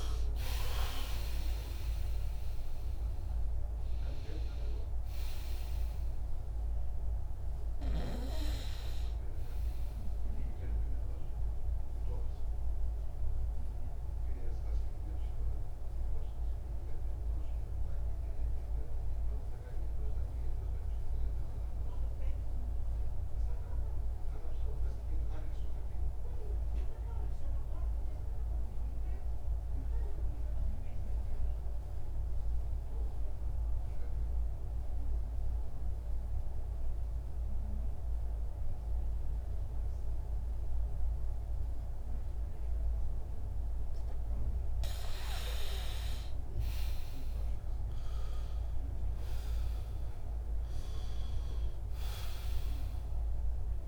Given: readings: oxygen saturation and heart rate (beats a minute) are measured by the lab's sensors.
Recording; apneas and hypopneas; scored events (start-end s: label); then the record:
breathing in sleep by a room microphone; 1
0.00-1.50 s: arousal
0.00-7.50 s: oxygen desaturation (device-marked, oxygen 92% lowest, heart rate 62 extreme)
9.50-25.50 s: oxygen desaturation (device-marked, oxygen 94% before, 89% lowest, heart rate 65 before, 60 extreme)
10.50-43.00 s: obstructive apnea (oxygen 99% before, 87% lowest, heart rate 65 before, 60 extreme, up 6 after)
42.50-53.88 s: oxygen desaturation (device-marked, oxygen 99% before, 87% lowest, heart rate 63 before, 62 extreme)
45.00-48.50 s: arousal
From the record:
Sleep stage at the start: N2 (light sleep); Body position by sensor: on the back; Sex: male